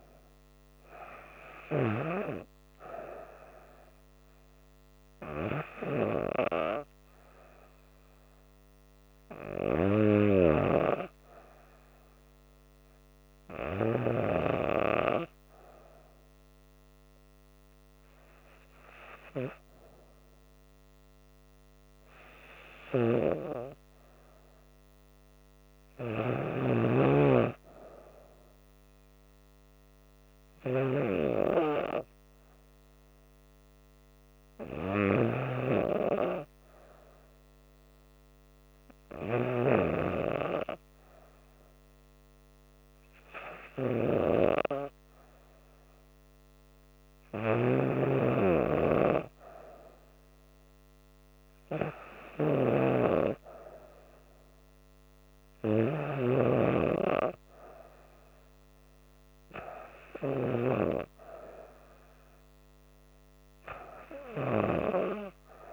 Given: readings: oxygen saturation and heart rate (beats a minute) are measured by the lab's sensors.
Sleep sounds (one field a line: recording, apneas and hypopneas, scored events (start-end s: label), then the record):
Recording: breathing in sleep by a microphone on the trachea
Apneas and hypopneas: none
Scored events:
35.00-39.50 s: snoring (device-marked)
47.00-56.50 s: snoring (device-marked)
From the record:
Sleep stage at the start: REM sleep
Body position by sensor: on the back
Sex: female